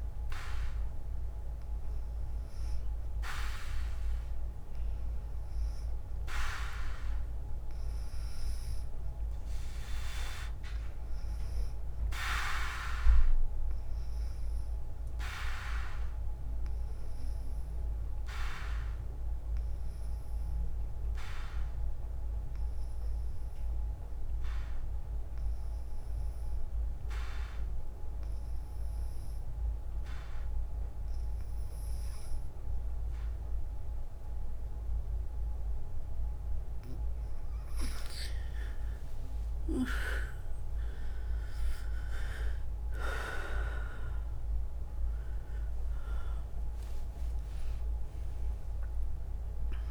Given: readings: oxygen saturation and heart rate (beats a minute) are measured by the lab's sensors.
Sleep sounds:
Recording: breathing in sleep by a room microphone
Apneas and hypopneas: 1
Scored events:
3.50-27.50 s: oxygen desaturation (device-marked, oxygen 97% before, 92% lowest, heart rate 59 before, 62 extreme)
27.50-38.00 s: obstructive apnea (oxygen 97% before, 81% lowest, heart rate 63 before, 55 extreme, up 4 after)
36.50-49.91 s: oxygen desaturation (device-marked, oxygen 93% before, 86% lowest, heart rate 63 before, 55 extreme)
38.50-42.00 s: arousal
From the record:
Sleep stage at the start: N2 (light sleep)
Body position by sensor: on the back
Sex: female

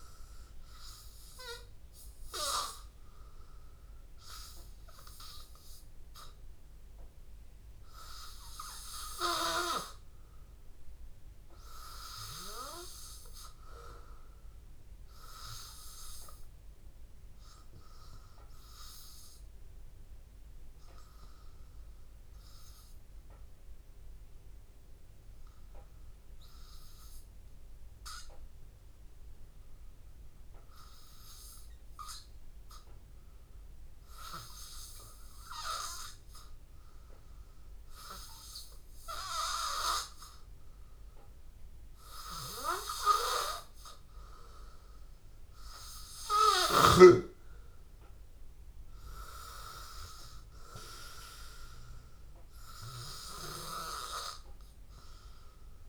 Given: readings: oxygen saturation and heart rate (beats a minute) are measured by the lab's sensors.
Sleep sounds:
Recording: breathing in sleep by a room microphone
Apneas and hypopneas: 1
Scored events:
0.00-8.50 s: oxygen desaturation (device-marked, oxygen 93% lowest, heart rate 83 extreme)
14.50-40.50 s: hypopnea (oxygen 96% before, 92% lowest, heart rate 85 before, 83 extreme, up 2 after)
42.50-48.00 s: arousal
49.50-55.89 s: oxygen desaturation (device-marked, oxygen 97% before, 93% lowest, heart rate 84 before, 78 extreme)
From the record:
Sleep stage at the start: N2 (light sleep)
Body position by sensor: on the back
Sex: male

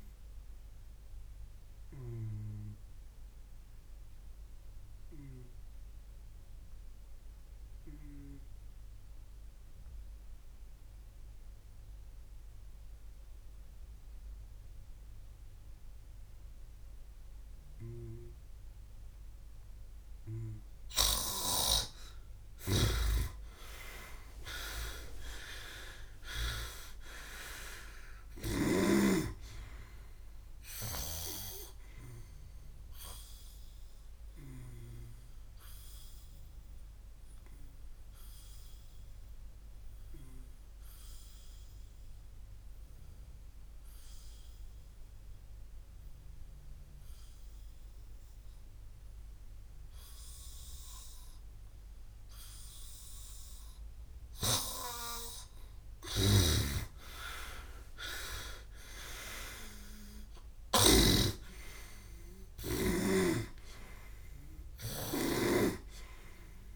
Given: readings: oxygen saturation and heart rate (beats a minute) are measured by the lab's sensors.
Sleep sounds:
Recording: breathing in sleep by a room microphone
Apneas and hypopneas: 2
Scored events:
2.00-20.00 s: obstructive apnea (oxygen 96% before, 88% lowest, heart rate 65 before, 57 extreme, up 24 after)
16.00-24.00 s: oxygen desaturation (device-marked, oxygen 93% before, 89% lowest, heart rate 62 before, 59 extreme)
22.50-29.00 s: snoring (device-marked)
23.50-28.50 s: arousal
31.00-59.00 s: oxygen desaturation (device-marked, oxygen 98% before, 88% lowest, heart rate 66 before, 57 extreme)
36.50-55.50 s: obstructive apnea (oxygen 98% before, 88% lowest, heart rate 68 before, 57 extreme, up 16 after)
56.00-61.00 s: snoring (device-marked)
59.00-63.00 s: arousal
From the record:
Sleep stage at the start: N2 (light sleep)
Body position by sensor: on the back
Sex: male

